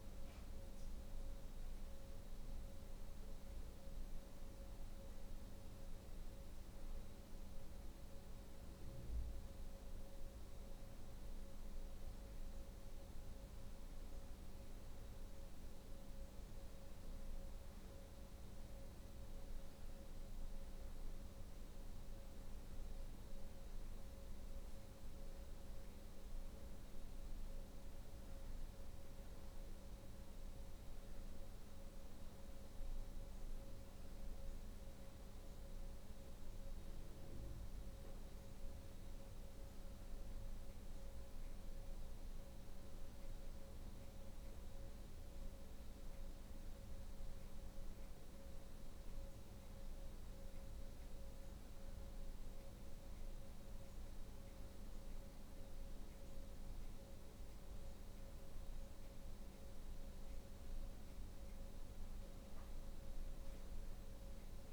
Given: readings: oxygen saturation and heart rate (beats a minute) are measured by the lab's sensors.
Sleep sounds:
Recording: breathing in sleep, hard to hear, by a room microphone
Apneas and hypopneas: 1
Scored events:
0.00-2.00 s: arousal
4.50-16.00 s: hypopnea (oxygen 93% before, 91% lowest, heart rate 74 before, 68 extreme, up 23 after)
18.50-22.50 s: arousal
From the record:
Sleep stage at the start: N2 (light sleep)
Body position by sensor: on the back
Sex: female

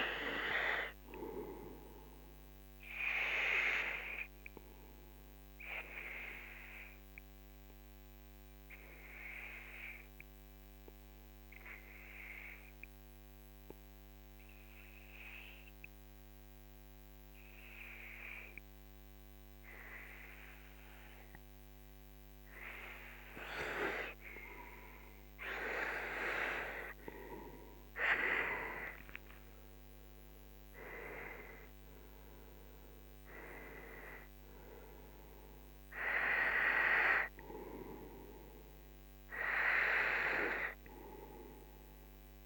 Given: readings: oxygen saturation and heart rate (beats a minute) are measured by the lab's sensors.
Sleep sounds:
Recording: breathing in sleep by a microphone on the trachea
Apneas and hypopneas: 1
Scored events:
0.00-13.00 s: oxygen desaturation (device-marked, oxygen 92% lowest, heart rate 49 extreme)
6.00-24.50 s: obstructive apnea (oxygen 98% before, 92% lowest, heart rate 55 before, 45 extreme, up 11 after)
26.00-42.46 s: oxygen desaturation (device-marked, oxygen 97% before, 92% lowest, heart rate 51 before, 45 extreme)
26.50-30.50 s: arousal
From the record:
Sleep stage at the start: N2 (light sleep)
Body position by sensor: on the back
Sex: male

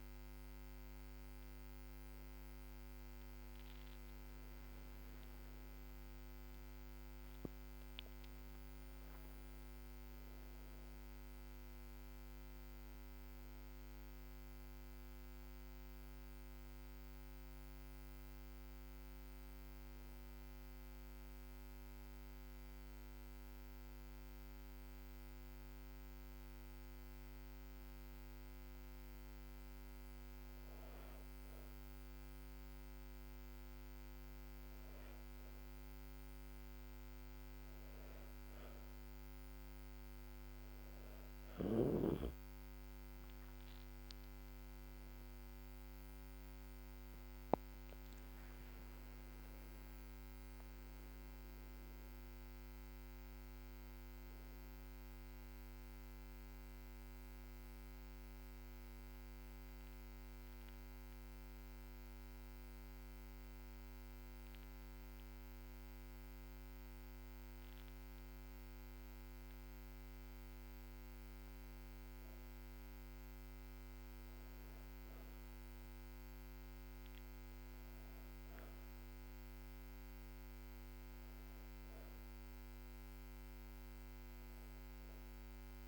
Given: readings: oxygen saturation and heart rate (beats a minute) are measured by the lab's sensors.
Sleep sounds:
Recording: breathing in sleep, hard to hear, by a microphone on the trachea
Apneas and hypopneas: 2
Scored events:
4.50-9.50 s: arousal
21.00-31.50 s: hypopnea (oxygen 97% before, 95% lowest, heart rate 88 before, 77 extreme, up 2 after)
44.50-50.50 s: arousal
57.00-67.50 s: obstructive apnea (oxygen 97% before, 94% lowest, heart rate 83 before, 76 extreme, up 4 after)
70.00-74.00 s: arousal
From the record:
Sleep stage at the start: N2 (light sleep)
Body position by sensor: on the back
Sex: female

